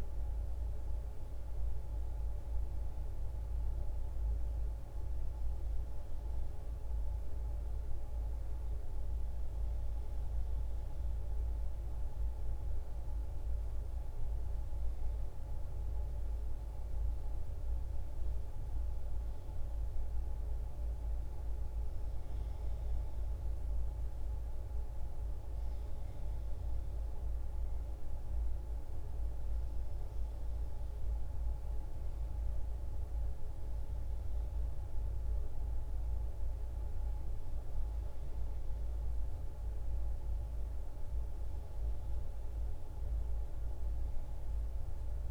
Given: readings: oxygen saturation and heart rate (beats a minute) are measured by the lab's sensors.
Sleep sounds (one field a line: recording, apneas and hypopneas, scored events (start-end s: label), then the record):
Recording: a person awake in a sleep study, hard to hear, by a room microphone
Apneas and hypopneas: none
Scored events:
none scored
From the record:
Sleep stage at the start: awake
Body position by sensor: on the back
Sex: female